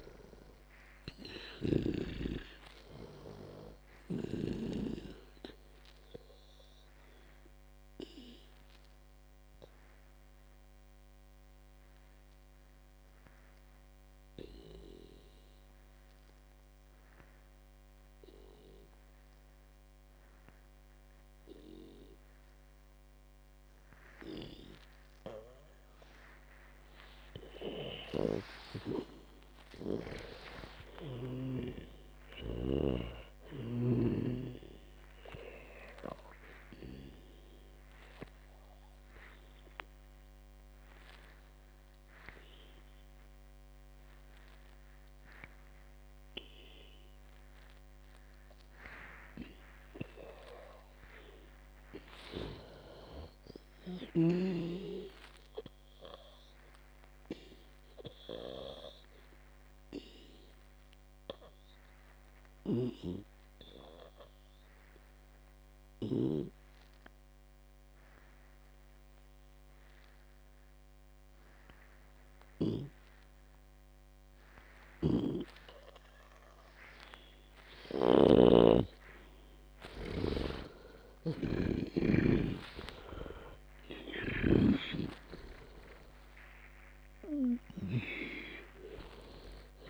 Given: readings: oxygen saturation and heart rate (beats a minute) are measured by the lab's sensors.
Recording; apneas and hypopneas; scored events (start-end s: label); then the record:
breathing in sleep by a microphone on the trachea; 3
0.00-1.50 s: arousal
0.00-2.50 s: snoring (device-marked)
0.00-20.50 s: oxygen desaturation (device-marked, oxygen 92% lowest, heart rate 55 extreme)
7.00-28.00 s: obstructive apnea (oxygen 98% before, 92% lowest, heart rate 84 before, 55 extreme, up 32 after)
28.50-32.00 s: snoring (device-marked)
29.00-32.50 s: arousal
36.50-50.00 s: obstructive apnea (oxygen 98% before, 89% lowest, heart rate 68 before, 57 extreme, up 31 after)
36.50-52.50 s: oxygen desaturation (device-marked, oxygen 98% before, 94% lowest, heart rate 68 before, 57 extreme)
52.00-55.50 s: arousal
57.50-76.00 s: obstructive apnea (oxygen 98% before, 89% lowest, heart rate 67 before, 59 extreme, up 55 after)
63.00-67.00 s: snoring (device-marked)
75.50-88.50 s: snoring (device-marked)
80.50-85.00 s: arousal
83.50-89.90 s: oxygen desaturation (device-marked, oxygen 96% before, 89% lowest, heart rate 71 before, 58 extreme)
From the record:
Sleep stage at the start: N2 (light sleep); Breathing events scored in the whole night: 264 in 3.9 hours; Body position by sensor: on the back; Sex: female